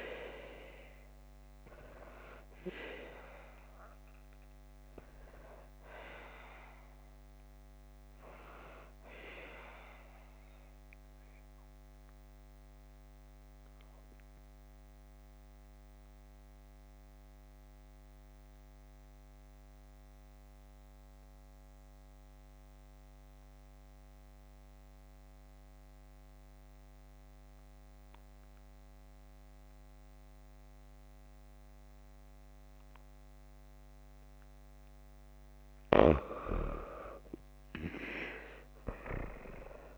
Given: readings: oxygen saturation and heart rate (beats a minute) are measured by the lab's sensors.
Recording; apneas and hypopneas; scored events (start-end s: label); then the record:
breathing in sleep by a microphone on the trachea; 1
10.00-34.00 s: obstructive apnea (oxygen 97% before, 88% lowest, heart rate 66 before, 53 extreme, up 13 after)
33.00-39.98 s: oxygen desaturation (device-marked, oxygen 94% before, 88% lowest, heart rate 57 before, 53 extreme)
36.50-39.98 s: arousal
From the record:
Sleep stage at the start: N2 (light sleep); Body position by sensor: on the back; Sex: female